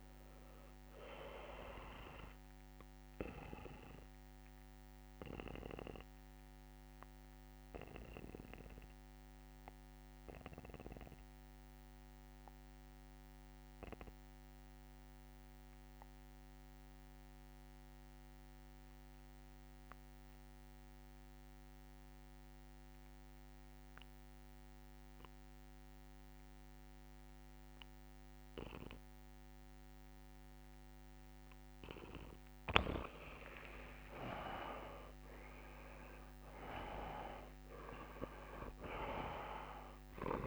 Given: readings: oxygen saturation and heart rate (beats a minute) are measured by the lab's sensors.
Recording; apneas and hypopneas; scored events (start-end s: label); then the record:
breathing in sleep by a microphone on the trachea; 1
0.00-18.00 s: oxygen desaturation (device-marked, oxygen 88% lowest, heart rate 70 extreme)
1.50-32.00 s: mixed apnea (oxygen 98% before, 85% lowest, heart rate 73 before, 70 extreme, up 4 after)
32.00-40.47 s: oxygen desaturation (device-marked, oxygen 99% before, 85% lowest, heart rate 72 before, 71 extreme)
33.50-37.00 s: arousal
From the record:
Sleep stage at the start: N2 (light sleep); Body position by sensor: on the back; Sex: male